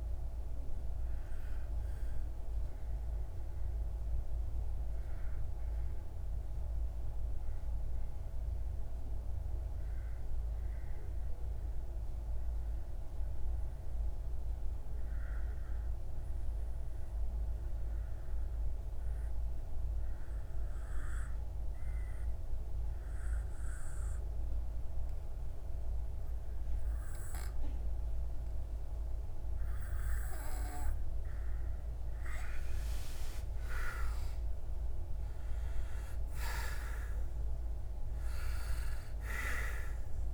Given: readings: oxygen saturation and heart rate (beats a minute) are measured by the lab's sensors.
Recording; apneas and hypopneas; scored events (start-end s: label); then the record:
breathing in sleep by a room microphone; 1
0.00-2.00 s: oxygen desaturation (device-marked, oxygen 94% lowest)
1.50-30.00 s: obstructive apnea (oxygen 98% before, 89% lowest)
23.00-40.34 s: oxygen desaturation (device-marked, oxygen 96% before, 89% lowest)
31.00-35.00 s: arousal
From the record:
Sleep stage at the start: N2 (light sleep); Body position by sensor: on the back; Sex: male